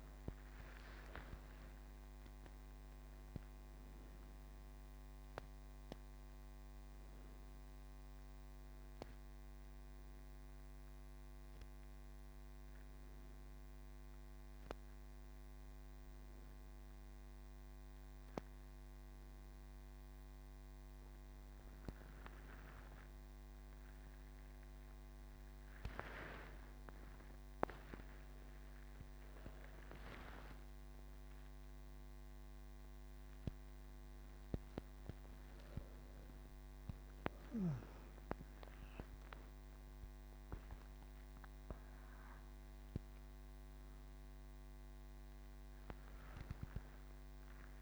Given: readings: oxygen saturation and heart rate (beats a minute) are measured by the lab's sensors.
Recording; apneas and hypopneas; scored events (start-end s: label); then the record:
breathing in sleep by a microphone on the trachea; none
none scored
From the record:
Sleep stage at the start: N1 (lightest sleep); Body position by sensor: on the back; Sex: female